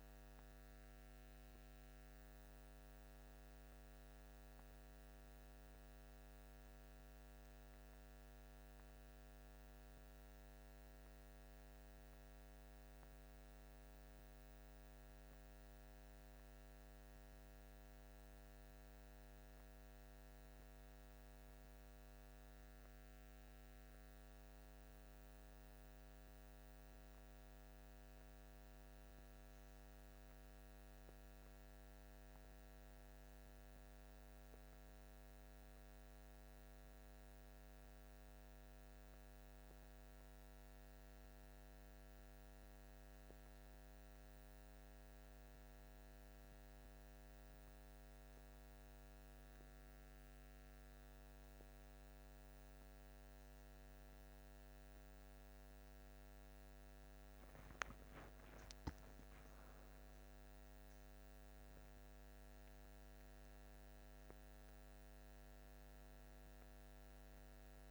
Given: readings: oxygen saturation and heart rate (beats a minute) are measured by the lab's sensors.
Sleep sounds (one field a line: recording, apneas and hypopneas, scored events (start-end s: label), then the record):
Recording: breathing in sleep, hard to hear, by a microphone on the trachea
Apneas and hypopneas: none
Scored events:
none scored
From the record:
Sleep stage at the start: N1 (lightest sleep)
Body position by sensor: on the back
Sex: male